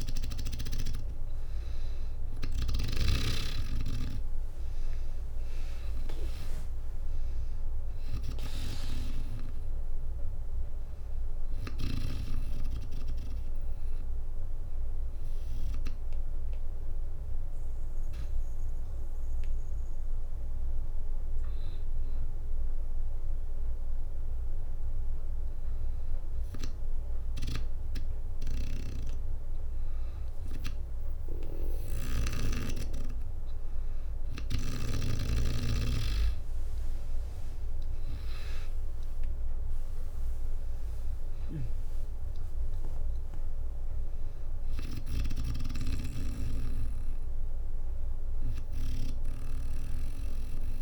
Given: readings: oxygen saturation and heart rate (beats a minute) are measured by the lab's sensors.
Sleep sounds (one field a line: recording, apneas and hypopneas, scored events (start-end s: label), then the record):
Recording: breathing in sleep by a room microphone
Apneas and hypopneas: 1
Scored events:
0.00-2.50 s: snoring (device-marked)
5.50-21.50 s: oxygen desaturation (device-marked, oxygen 97% before, 93% lowest, heart rate 62 before, 60 extreme)
5.50-23.50 s: drop in pulse transit time (device-marked, heart rate 62 before, 61 extreme)
13.50-24.50 s: hypopnea (oxygen 97% before, 93% lowest, heart rate 66 before, 60 extreme, up 0 after)
25.50-28.00 s: arousal
35.50-41.50 s: oxygen desaturation (device-marked, oxygen 97% before, 94% lowest, heart rate 61 before, 58 extreme)
39.50-50.82 s: drop in pulse transit time (device-marked, heart rate 61 before, 61 extreme)
From the record:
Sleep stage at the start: N2 (light sleep)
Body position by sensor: on the back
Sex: female